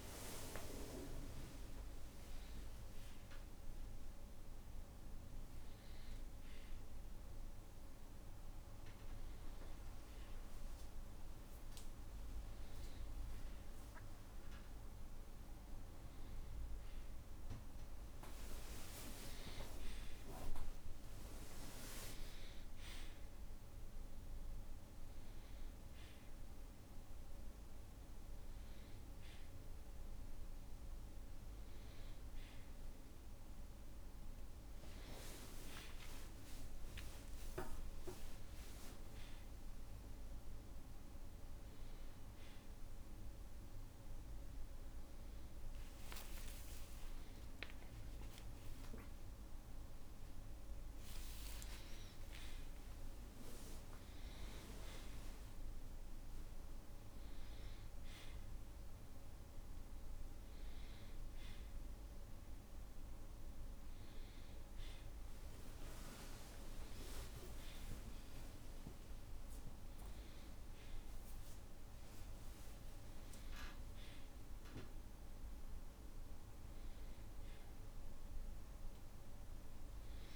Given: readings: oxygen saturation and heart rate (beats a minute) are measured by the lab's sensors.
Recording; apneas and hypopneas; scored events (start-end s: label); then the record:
a person awake in a sleep study, by a room microphone; none
30.00-80.35 s: new sleep stage, awake
31.00-33.00 s: long interval between heartbeats (device-marked, heart rate 66 before, 67 extreme)
45.00-52.00 s: tachycardia (device-marked, heart rate 75 before, 165 extreme)
48.50-50.50 s: long interval between heartbeats (device-marked, heart rate 68 before, 110 extreme)
From the record:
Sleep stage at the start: N1 (lightest sleep); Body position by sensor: on the back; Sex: male